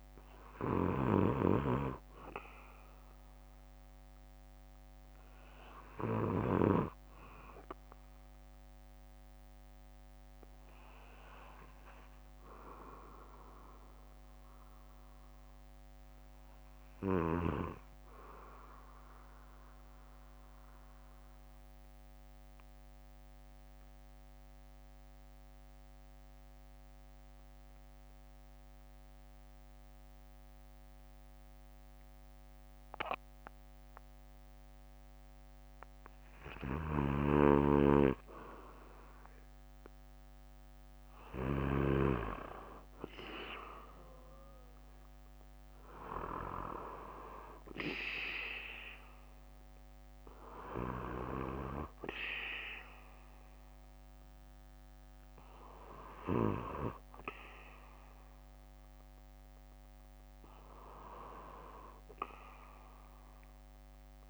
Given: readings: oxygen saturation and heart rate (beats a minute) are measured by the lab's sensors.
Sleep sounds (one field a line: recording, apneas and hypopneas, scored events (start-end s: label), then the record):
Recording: breathing in sleep by a microphone on the trachea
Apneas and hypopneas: 1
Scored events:
10.50-14.50 s: arousal
19.50-36.00 s: obstructive apnea (oxygen 96% before, 91% lowest, heart rate 66 before, 55 extreme, up 6 after)
22.50-24.50 s: bradycardia (device-marked, heart rate 61 before, 60 extreme)
25.50-39.50 s: bradycardia (device-marked, heart rate 61 before, 55 extreme)
40.50-46.00 s: arousal
From the record:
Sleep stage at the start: N2 (light sleep)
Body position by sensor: on the back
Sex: male